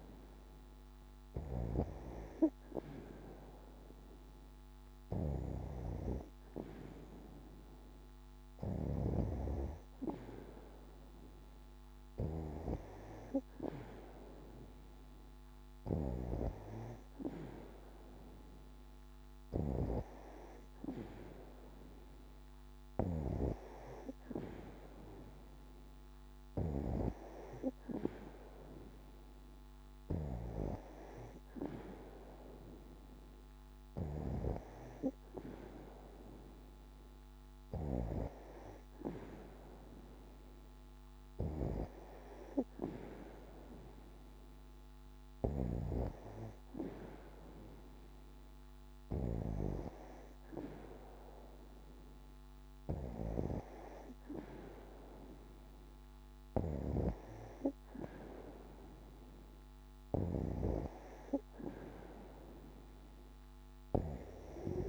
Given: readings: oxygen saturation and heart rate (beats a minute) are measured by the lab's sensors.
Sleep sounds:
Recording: breathing in sleep by a microphone on the trachea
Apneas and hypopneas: none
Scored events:
none scored
From the record:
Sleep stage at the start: N2 (light sleep)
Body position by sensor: on the back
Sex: female

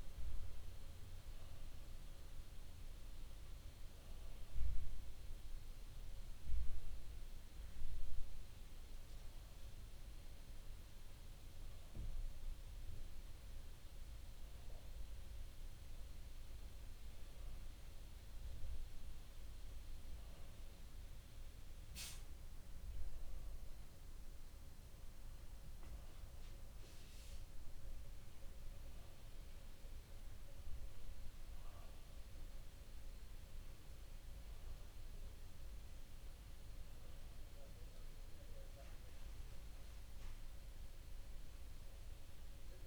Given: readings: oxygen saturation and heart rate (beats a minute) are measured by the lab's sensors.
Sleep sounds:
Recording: breathing in sleep, hard to hear, by a room microphone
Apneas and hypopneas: none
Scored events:
none scored
From the record:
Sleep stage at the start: N2 (light sleep)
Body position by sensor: on the back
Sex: male

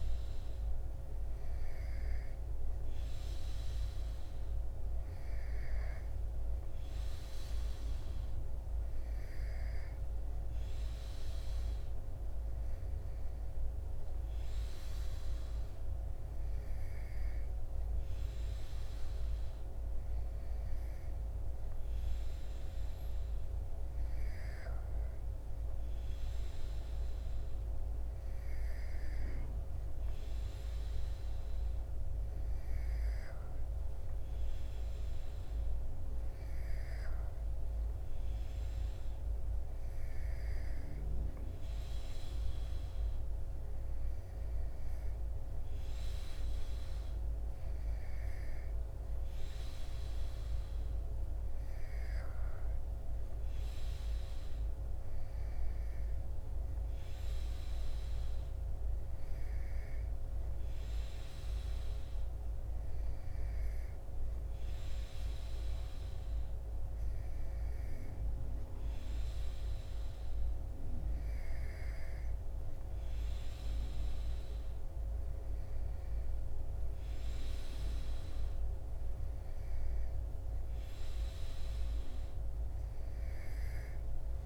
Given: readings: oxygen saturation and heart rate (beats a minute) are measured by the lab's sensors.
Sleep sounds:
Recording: breathing in sleep, hard to hear, by a room microphone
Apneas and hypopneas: none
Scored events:
none scored
From the record:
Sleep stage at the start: N2 (light sleep)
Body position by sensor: on the back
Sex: male

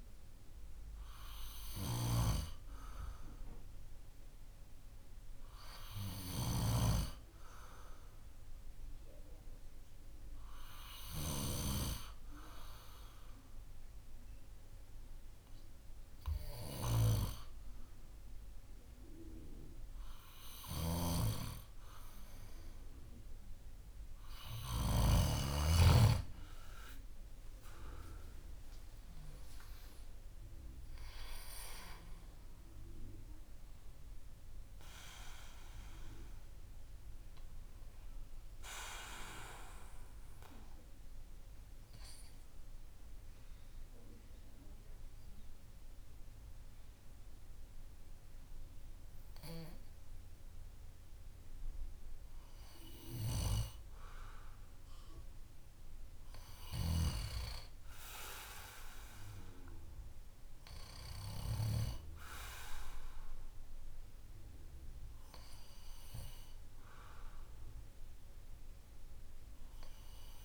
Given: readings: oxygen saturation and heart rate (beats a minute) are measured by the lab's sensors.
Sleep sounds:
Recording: breathing in sleep by a room microphone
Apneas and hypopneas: none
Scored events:
0.00-6.50 s: snoring (device-marked)
20.50-25.50 s: snoring (device-marked)
26.50-30.00 s: arousal
From the record:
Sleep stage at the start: N2 (light sleep)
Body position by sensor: on the back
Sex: male

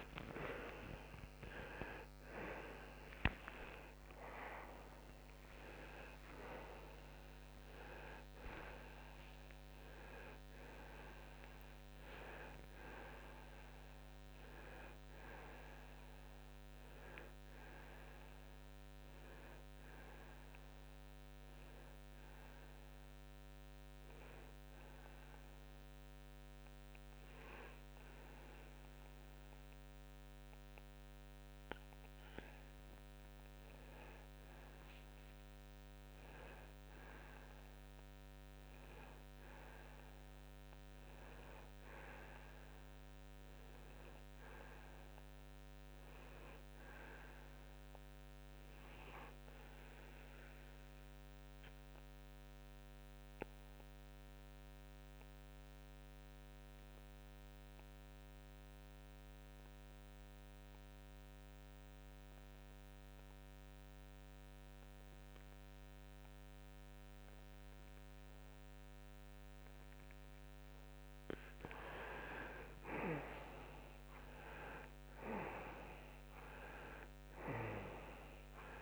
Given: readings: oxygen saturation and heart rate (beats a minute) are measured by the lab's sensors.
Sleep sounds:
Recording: a person partly awake in a sleep study, by a microphone on the trachea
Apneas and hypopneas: 2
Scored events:
0.00-10.50 s: oxygen desaturation (device-marked, oxygen 92% lowest, heart rate 63 extreme)
18.50-48.50 s: new sleep stage, N1 (lightest sleep)
23.50-36.00 s: hypopnea (oxygen 95% before, 91% lowest, heart rate 81 before, 55 extreme, up 5 after)
38.00-42.50 s: arousal
48.50-78.82 s: new sleep stage, N2 (light sleep)
49.50-71.00 s: obstructive apnea (oxygen 98% before, 90% lowest, heart rate 66 before, 55 extreme, up 14 after)
72.50-76.00 s: arousal
77.50-78.82 s: oxygen desaturation (device-marked, oxygen 96% before, 90% lowest, heart rate 63 before, 57 extreme)
From the record:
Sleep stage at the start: awake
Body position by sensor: on the right side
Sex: male

